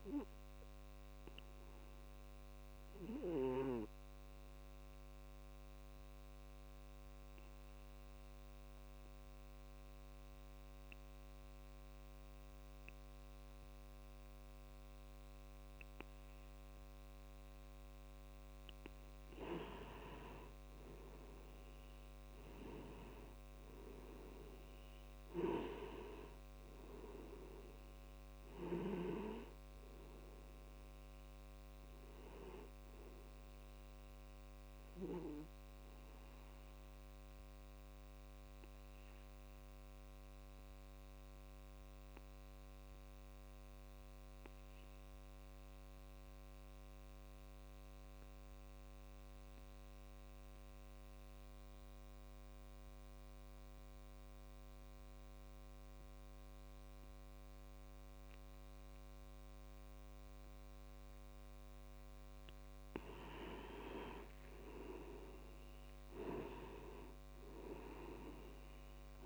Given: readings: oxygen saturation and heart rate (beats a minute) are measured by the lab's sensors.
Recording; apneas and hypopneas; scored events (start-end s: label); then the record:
breathing in sleep by a microphone on the trachea; 2
0.50-19.00 s: obstructive apnea (oxygen 98% before, 90% lowest)
21.00-25.00 s: arousal
23.50-41.50 s: oxygen desaturation (device-marked, oxygen 96% before, 90% lowest)
36.50-62.00 s: obstructive apnea (oxygen 96% before, 90% lowest)
64.00-68.50 s: arousal
From the record:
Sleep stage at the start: N2 (light sleep); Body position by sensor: on the back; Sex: male